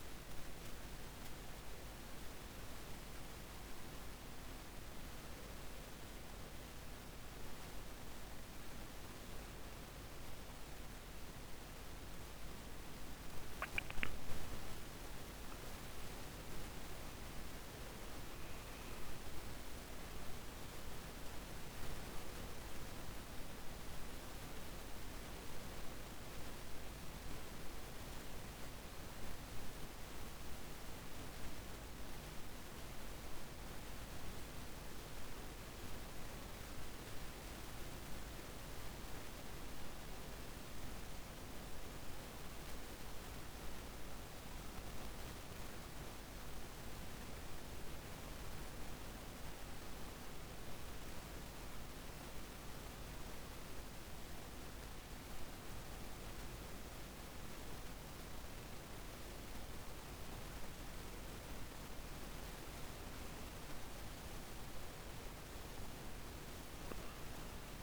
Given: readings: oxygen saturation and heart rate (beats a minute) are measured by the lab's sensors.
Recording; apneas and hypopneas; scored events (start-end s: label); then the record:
breathing in sleep, hard to hear, by a microphone on the trachea; 1
0.00-6.00 s: oxygen desaturation (device-marked, oxygen 92% lowest, heart rate 64 extreme)
18.00-21.50 s: arousal
26.00-38.50 s: obstructive apnea (oxygen 98% before, 94% lowest, heart rate 66 before, 58 extreme, up 0 after)
40.00-44.00 s: arousal
From the record:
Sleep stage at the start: N1 (lightest sleep); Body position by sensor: on the back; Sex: male